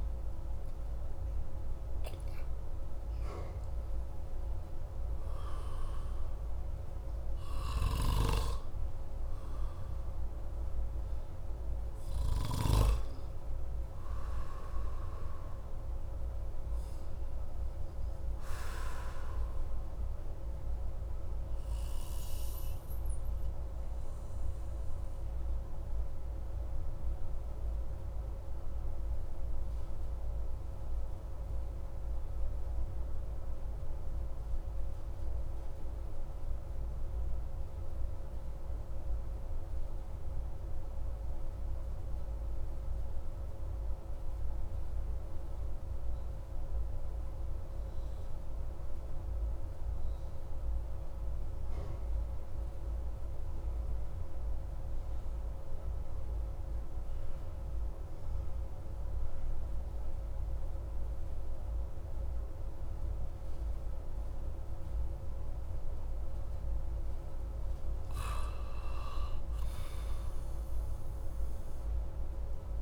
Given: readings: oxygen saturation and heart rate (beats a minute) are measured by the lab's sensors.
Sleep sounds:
breathing in sleep, hard to hear, by a room microphone; 1
21.00-64.50 s: obstructive apnea (oxygen 95% before, 91% lowest)
62.00-72.82 s: oxygen desaturation (device-marked, oxygen 97% before, 94% lowest)
67.50-72.00 s: arousal
From the record:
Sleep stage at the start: N2 (light sleep); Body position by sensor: on the back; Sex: male

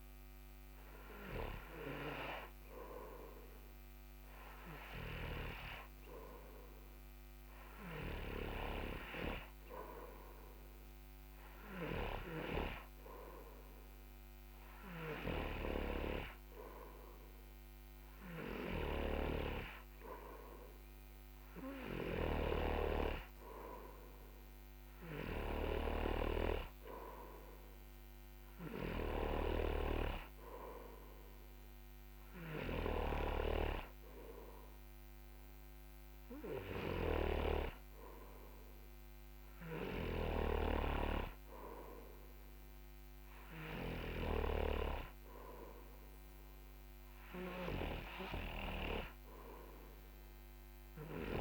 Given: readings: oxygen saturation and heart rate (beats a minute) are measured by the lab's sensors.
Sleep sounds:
breathing in sleep by a microphone on the trachea; none
23.00-45.50 s: snoring (device-marked)
From the record:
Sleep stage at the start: N2 (light sleep); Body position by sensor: on the front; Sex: male

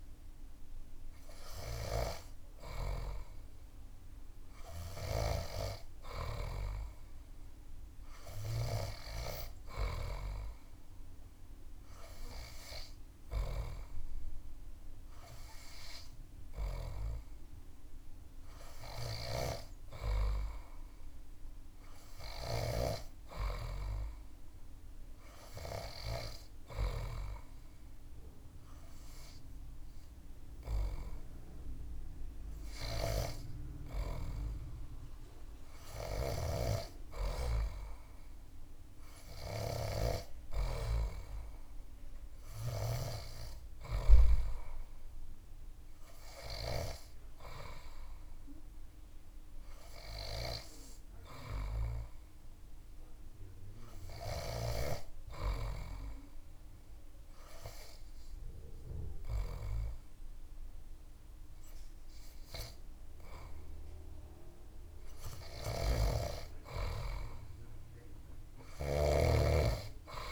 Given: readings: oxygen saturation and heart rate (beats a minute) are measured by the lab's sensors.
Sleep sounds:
breathing in sleep by a room microphone; 1
56.00-66.00 s: obstructive apnea (oxygen 98% before, 96% lowest)
65.00-68.50 s: snoring (device-marked)
68.50-70.32 s: arousal
From the record:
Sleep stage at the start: N3 (deep sleep); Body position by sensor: on the back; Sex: male

